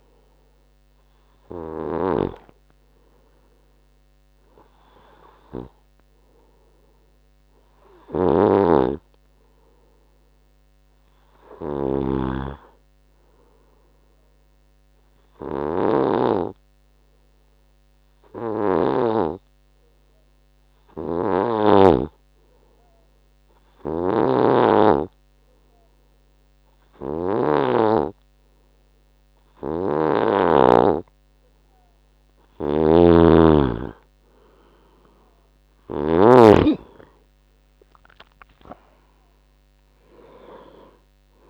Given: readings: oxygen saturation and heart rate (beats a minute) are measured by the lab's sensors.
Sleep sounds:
breathing in sleep by a microphone on the trachea; 1
2.00-19.50 s: snoring (device-marked)
15.00-30.50 s: obstructive apnea (oxygen 97% before, 90% lowest, heart rate 72 before, 68 extreme, up 6 after)
24.00-28.00 s: snoring (device-marked)
30.00-36.50 s: snoring (device-marked)
31.00-41.50 s: oxygen desaturation (device-marked, oxygen 95% before, 90% lowest, heart rate 73 before, 68 extreme)
32.00-36.50 s: arousal
From the record:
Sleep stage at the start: N2 (light sleep); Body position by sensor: on the right side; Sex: male

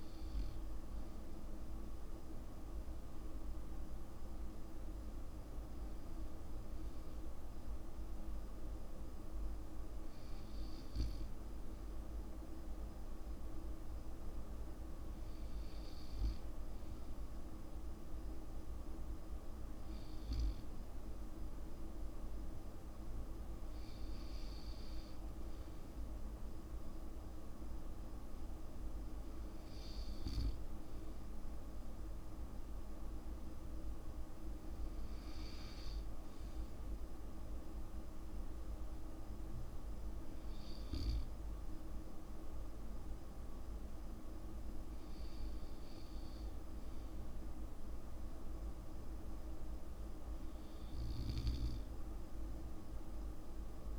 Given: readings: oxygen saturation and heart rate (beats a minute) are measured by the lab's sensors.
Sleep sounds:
breathing in sleep, hard to hear, by a room microphone; none
23.00-53.99 s: new sleep stage, N2 (light sleep)
From the record:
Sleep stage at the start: N1 (lightest sleep); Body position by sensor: on the back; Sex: male

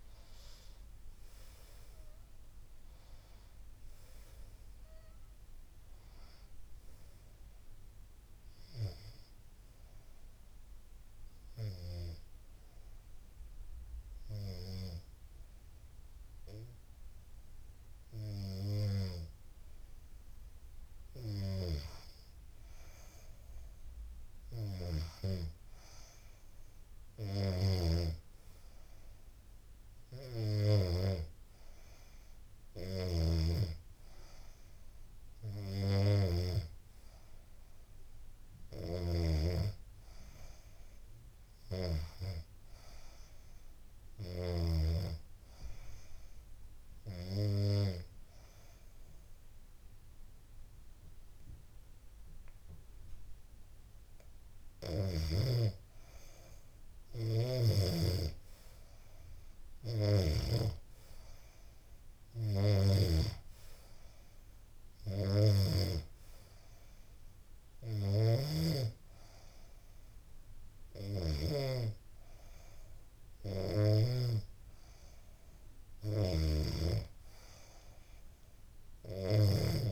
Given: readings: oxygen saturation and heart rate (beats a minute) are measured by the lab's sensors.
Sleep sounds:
breathing in sleep by a room microphone; 2
0.00-15.50 s: oxygen desaturation (device-marked, oxygen 89% lowest, heart rate 75 extreme)
10.00-20.50 s: obstructive apnea (oxygen 95% before, 89% lowest, heart rate 76 before, 75 extreme, up 3 after)
23.00-26.00 s: arousal
31.50-43.50 s: snoring (device-marked)
45.00-55.00 s: obstructive apnea (oxygen 98% before, 92% lowest, heart rate 78 before, 76 extreme, up 2 after)
57.50-62.00 s: arousal
67.00-70.50 s: snoring (device-marked)
75.00-78.50 s: snoring (device-marked)
From the record:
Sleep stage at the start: N2 (light sleep); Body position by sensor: on the back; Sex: female

